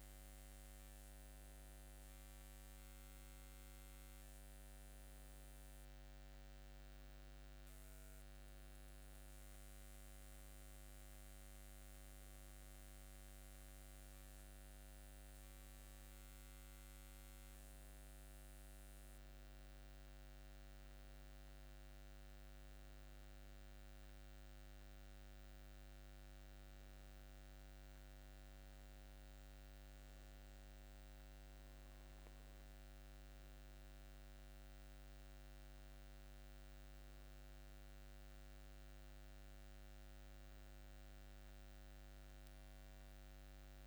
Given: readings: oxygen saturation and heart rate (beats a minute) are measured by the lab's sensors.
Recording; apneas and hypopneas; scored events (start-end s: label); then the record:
breathing in sleep, hard to hear, by a microphone on the trachea; none
30.50-43.86 s: new sleep stage, N2 (light sleep)
From the record:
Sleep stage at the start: N1 (lightest sleep); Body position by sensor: upright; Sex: male